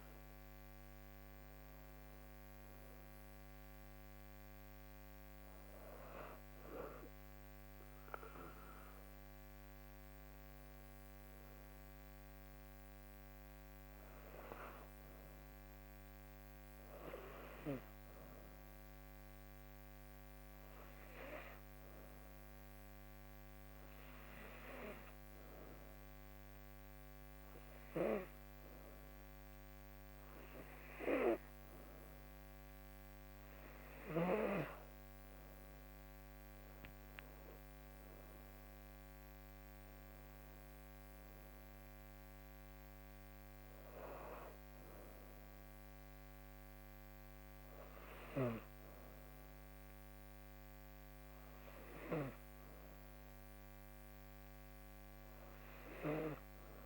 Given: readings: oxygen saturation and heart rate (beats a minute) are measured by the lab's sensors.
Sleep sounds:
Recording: breathing in sleep by a microphone on the trachea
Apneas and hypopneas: 1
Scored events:
0.00-10.50 s: oxygen desaturation (device-marked, oxygen 91% lowest, heart rate 76 extreme)
20.00-33.50 s: hypopnea (oxygen 96% before, 88% lowest, heart rate 79 before, 77 extreme, up 7 after)
29.50-56.86 s: oxygen desaturation (device-marked, oxygen 96% before, 88% lowest, heart rate 78 before, 77 extreme)
36.00-40.00 s: arousal
From the record:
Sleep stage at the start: N2 (light sleep)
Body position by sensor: on the back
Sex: female

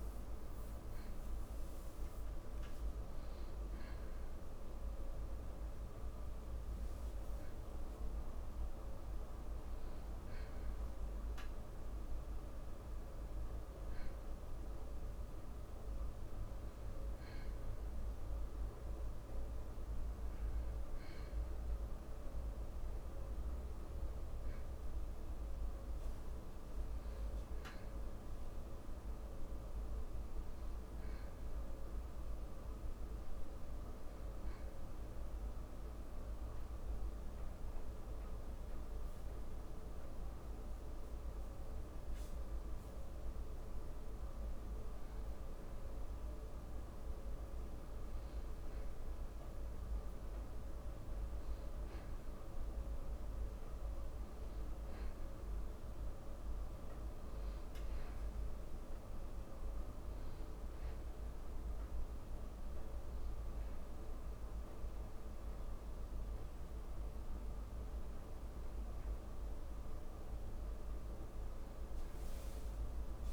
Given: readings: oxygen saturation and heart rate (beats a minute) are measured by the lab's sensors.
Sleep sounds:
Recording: a person partly awake in a sleep study, hard to hear, by a room microphone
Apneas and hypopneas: 1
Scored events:
19.50-73.33 s: new sleep stage, N2 (light sleep)
34.50-44.50 s: obstructive apnea (oxygen 96% before, 93% lowest)
47.50-51.00 s: arousal
57.50-68.50 s: oxygen desaturation (device-marked, oxygen 96% before, 93% lowest)
From the record:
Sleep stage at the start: awake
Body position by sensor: on the back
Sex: male

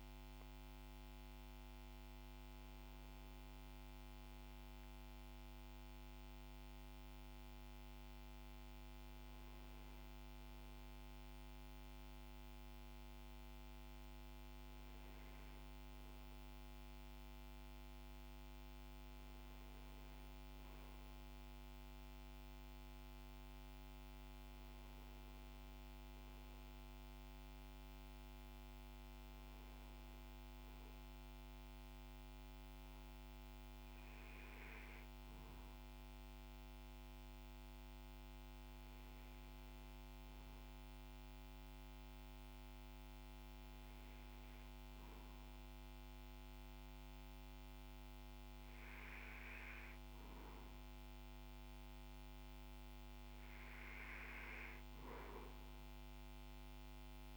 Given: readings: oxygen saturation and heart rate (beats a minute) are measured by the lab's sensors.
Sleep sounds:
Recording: breathing in sleep, hard to hear, by a microphone on the trachea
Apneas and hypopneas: none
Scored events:
none scored
From the record:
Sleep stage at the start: REM sleep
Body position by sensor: on the back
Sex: male

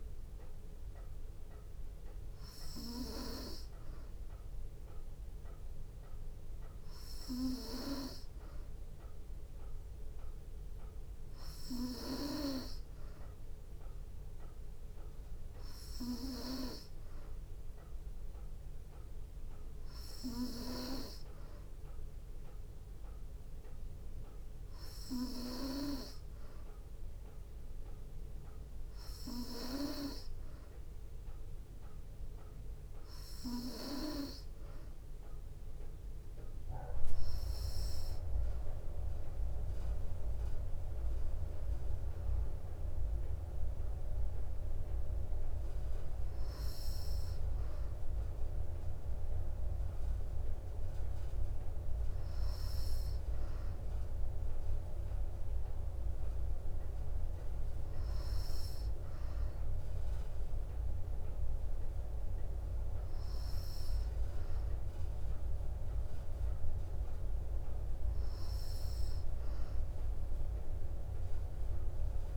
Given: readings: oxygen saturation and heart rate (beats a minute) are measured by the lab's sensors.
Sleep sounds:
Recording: breathing in sleep by a room microphone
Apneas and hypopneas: none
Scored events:
none scored
From the record:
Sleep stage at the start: N3 (deep sleep)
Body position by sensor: on the back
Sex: female

